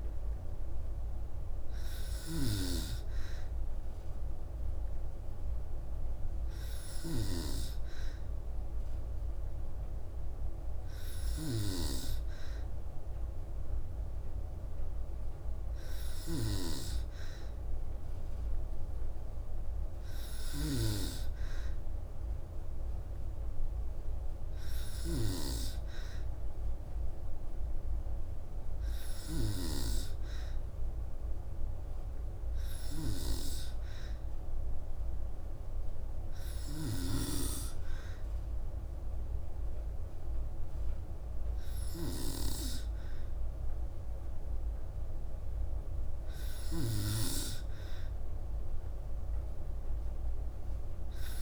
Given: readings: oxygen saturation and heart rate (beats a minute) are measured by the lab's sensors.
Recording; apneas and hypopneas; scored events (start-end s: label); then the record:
breathing in sleep by a room microphone; none
0.00-2.00 s: snoring (device-marked)
10.50-29.00 s: snoring (device-marked)
36.00-51.41 s: snoring (device-marked)
From the record:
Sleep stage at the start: N2 (light sleep); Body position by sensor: on the back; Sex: female